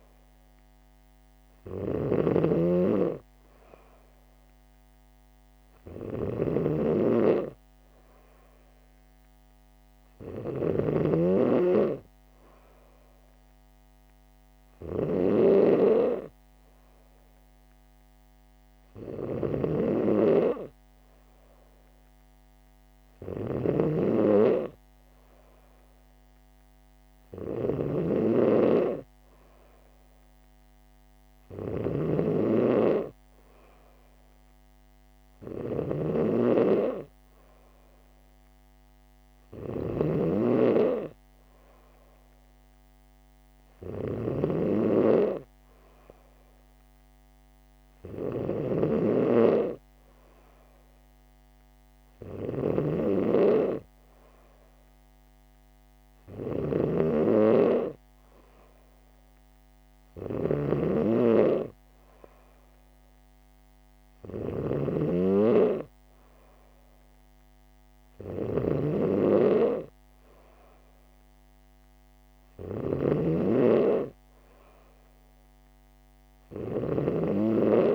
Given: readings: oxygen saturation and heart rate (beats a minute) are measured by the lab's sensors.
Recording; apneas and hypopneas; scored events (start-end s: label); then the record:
breathing in sleep by a microphone on the trachea; none
0.00-77.95 s: snoring (device-marked)
From the record:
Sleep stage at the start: N3 (deep sleep); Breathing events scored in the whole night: 179 in 5.8 hours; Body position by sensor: on the back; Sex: female